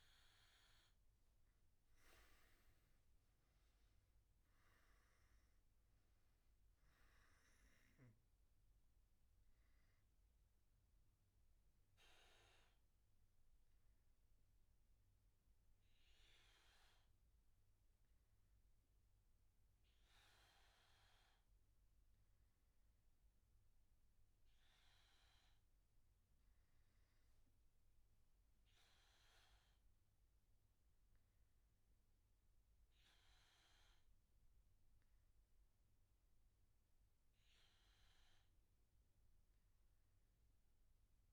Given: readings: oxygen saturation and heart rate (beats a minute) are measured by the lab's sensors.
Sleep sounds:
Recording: breathing in sleep, hard to hear, by a room microphone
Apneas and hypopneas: none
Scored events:
none scored
From the record:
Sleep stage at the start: N3 (deep sleep)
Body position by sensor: on the back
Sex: male

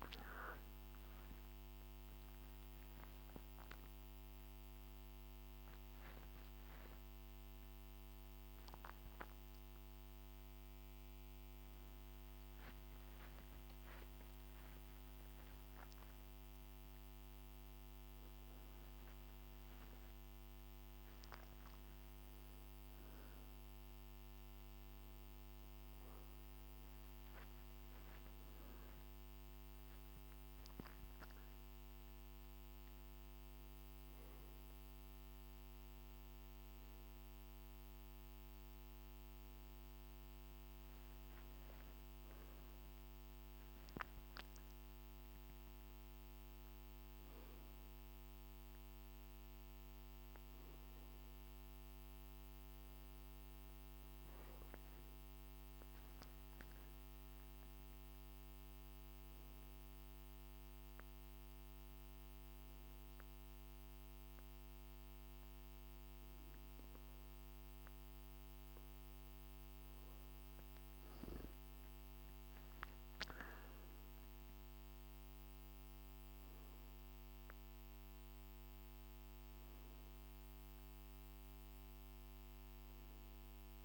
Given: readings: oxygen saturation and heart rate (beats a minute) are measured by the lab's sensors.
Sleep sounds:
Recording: a person awake in a sleep study, hard to hear, by a microphone on the trachea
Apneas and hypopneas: none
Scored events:
60.00-83.85 s: new sleep stage, N2 (light sleep)
From the record:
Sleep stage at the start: awake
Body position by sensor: on the back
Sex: male

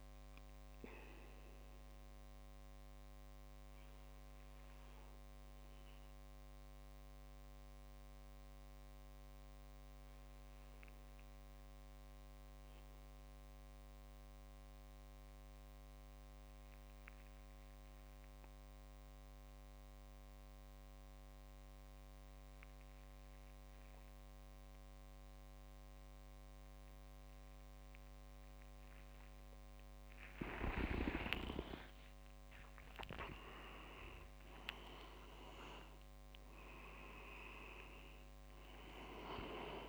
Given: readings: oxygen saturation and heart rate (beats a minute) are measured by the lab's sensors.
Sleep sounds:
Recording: breathing in sleep by a microphone on the trachea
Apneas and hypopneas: 1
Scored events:
3.50-28.50 s: obstructive apnea (oxygen 100% before, 92% lowest, heart rate 64 before, 59 extreme, up 28 after)
21.50-39.89 s: oxygen desaturation (device-marked, oxygen 98% before, 92% lowest, heart rate 61 before, 59 extreme)
30.00-33.50 s: arousal
From the record:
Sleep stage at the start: N2 (light sleep)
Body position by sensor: on the back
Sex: male

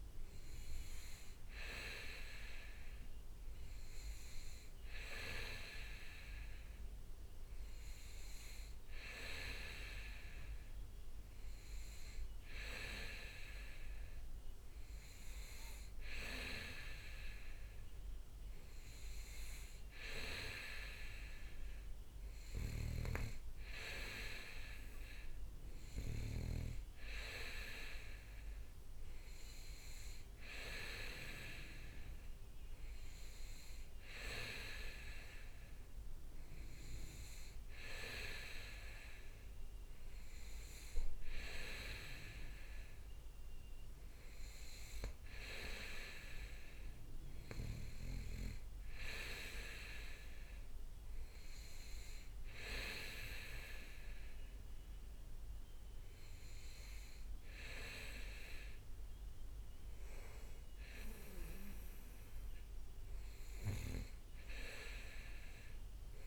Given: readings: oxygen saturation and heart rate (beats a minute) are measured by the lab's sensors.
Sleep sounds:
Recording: breathing in sleep by a room microphone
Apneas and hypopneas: none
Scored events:
0.00-3.50 s: leg movement (device-marked)
5.50-7.00 s: leg movement (device-marked)
10.00-14.00 s: leg movement (device-marked)
24.50-30.50 s: leg movement (device-marked)
33.00-34.00 s: leg movement (device-marked)
34.50-35.50 s: leg movement (device-marked)
38.50-42.00 s: leg movement (device-marked)
From the record:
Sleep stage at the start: N2 (light sleep)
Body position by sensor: on the back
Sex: male

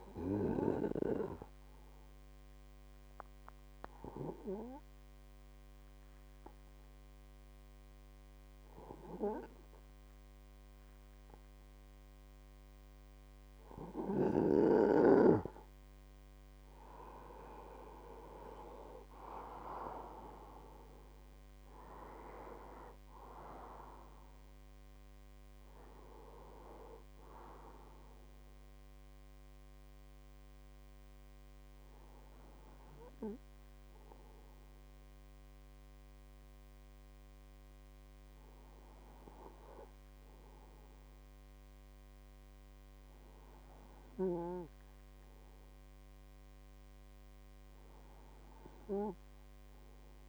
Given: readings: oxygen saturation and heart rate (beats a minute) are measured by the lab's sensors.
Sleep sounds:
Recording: breathing in sleep by a microphone on the trachea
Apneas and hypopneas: none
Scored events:
none scored
From the record:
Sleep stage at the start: N2 (light sleep)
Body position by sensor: on the right side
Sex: male

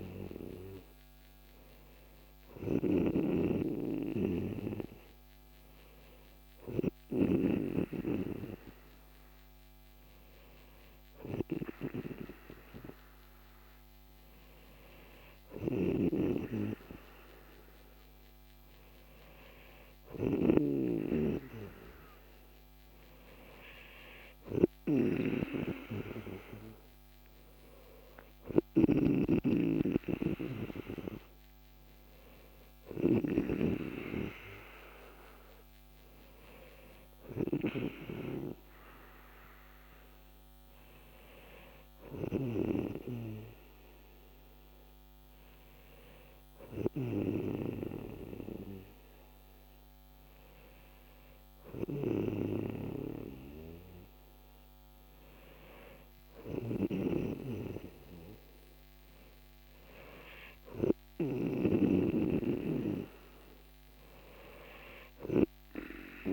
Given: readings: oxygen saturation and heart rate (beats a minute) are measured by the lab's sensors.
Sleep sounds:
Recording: breathing in sleep by a microphone on the trachea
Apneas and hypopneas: none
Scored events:
0.00-7.50 s: snoring (device-marked)
15.50-21.00 s: snoring (device-marked)
28.50-33.50 s: snoring (device-marked)
57.00-61.50 s: snoring (device-marked)
63.00-66.33 s: new sleep stage, N3 (deep sleep)
From the record:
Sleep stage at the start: N2 (light sleep)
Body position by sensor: on the back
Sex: male

